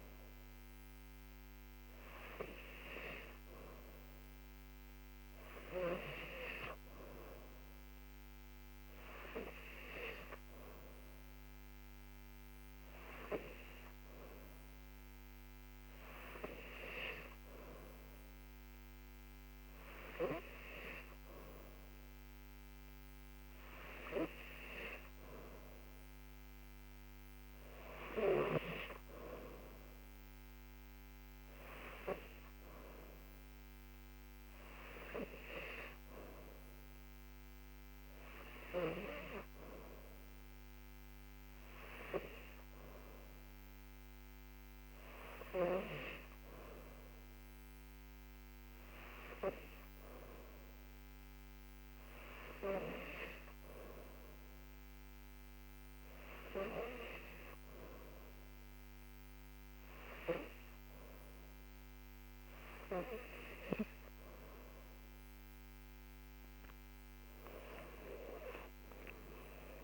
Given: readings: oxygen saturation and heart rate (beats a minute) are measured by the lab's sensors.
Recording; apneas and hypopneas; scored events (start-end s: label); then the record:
breathing in sleep by a microphone on the trachea; none
none scored
From the record:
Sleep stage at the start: N3 (deep sleep); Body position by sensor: on the back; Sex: female